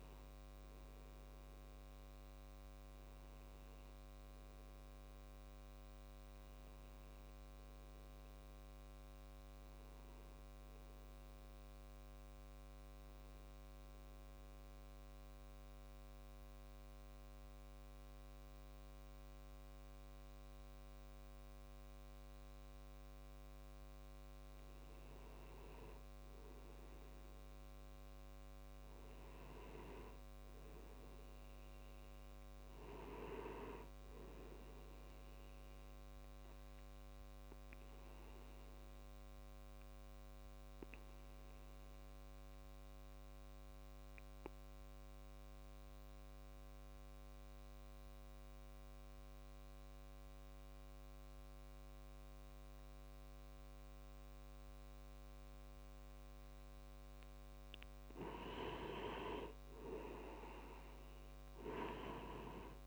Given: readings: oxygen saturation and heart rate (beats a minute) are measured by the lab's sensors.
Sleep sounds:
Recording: breathing in sleep by a microphone on the trachea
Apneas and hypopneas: 2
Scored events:
4.00-22.00 s: tachycardia (device-marked)
12.50-24.00 s: obstructive apnea (oxygen 96% before, 90% lowest)
25.50-29.50 s: arousal
28.00-45.00 s: oxygen desaturation (device-marked, oxygen 97% before, 92% lowest)
37.00-56.50 s: obstructive apnea (oxygen 97% before, 89% lowest)
59.00-62.87 s: arousal
60.00-62.87 s: oxygen desaturation (device-marked, oxygen 96% before, 90% lowest)
From the record:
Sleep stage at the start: N2 (light sleep)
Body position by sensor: on the back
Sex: male

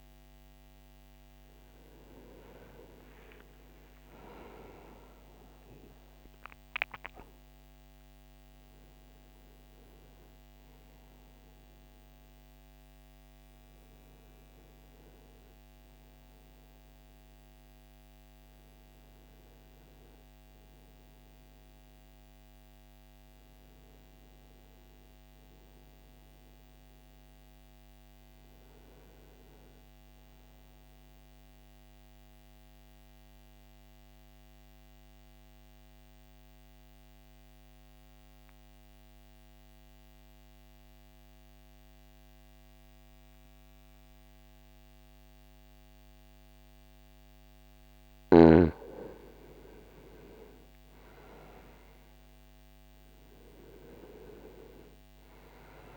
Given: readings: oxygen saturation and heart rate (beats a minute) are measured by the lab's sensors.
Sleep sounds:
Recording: breathing in sleep by a microphone on the trachea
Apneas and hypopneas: 1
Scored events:
1.50-55.97 s: new sleep stage, N1 (lightest sleep)
30.50-47.00 s: mixed apnea (oxygen 99% before, 89% lowest, heart rate 71 before, 60 extreme, up 1 after)
48.50-55.97 s: oxygen desaturation (device-marked, oxygen 96% before, 89% lowest, heart rate 63 before, 59 extreme)
49.50-55.00 s: arousal
From the record:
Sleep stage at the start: N2 (light sleep)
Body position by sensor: on the back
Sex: male

